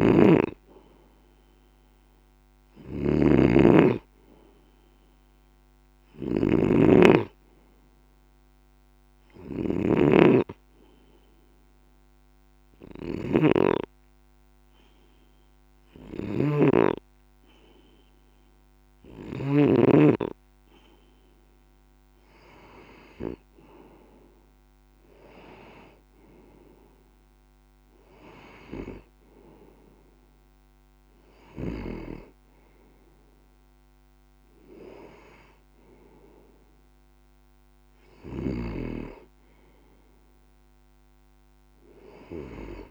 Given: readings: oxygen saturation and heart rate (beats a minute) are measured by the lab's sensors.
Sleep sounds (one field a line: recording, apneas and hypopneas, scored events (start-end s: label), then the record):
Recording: breathing in sleep by a microphone on the trachea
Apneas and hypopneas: 1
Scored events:
0.00-19.00 s: snoring (device-marked)
3.00-6.50 s: arousal
4.00-14.00 s: oxygen desaturation (device-marked, oxygen 96% before, 93% lowest, heart rate 146 before, 27 extreme)
8.50-19.50 s: hypopnea (oxygen 97% before, 93% lowest, heart rate 141 before, 27 extreme, up 30 after)
22.50-26.00 s: arousal
From the record:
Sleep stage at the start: N2 (light sleep)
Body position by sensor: on the left side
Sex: male